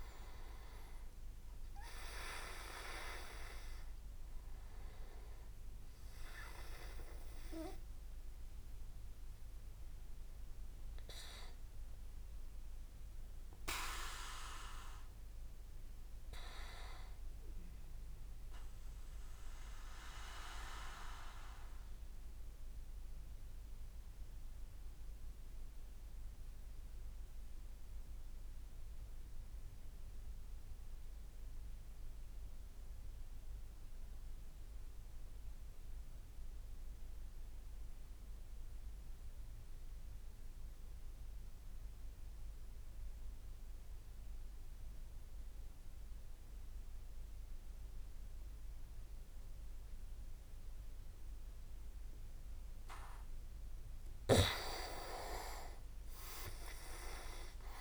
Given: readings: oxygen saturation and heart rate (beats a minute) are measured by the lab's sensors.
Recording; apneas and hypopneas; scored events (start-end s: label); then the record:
breathing in sleep by a room microphone; 1
0.00-8.50 s: oxygen desaturation (device-marked, oxygen 92% lowest)
0.00-17.50 s: tachycardia (device-marked)
18.50-52.00 s: mixed apnea (oxygen 97% before, 92% lowest)
54.00-57.81 s: arousal
55.50-57.81 s: oxygen desaturation (device-marked, oxygen 97% before, 92% lowest)
From the record:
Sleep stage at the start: N2 (light sleep); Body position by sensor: on the back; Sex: male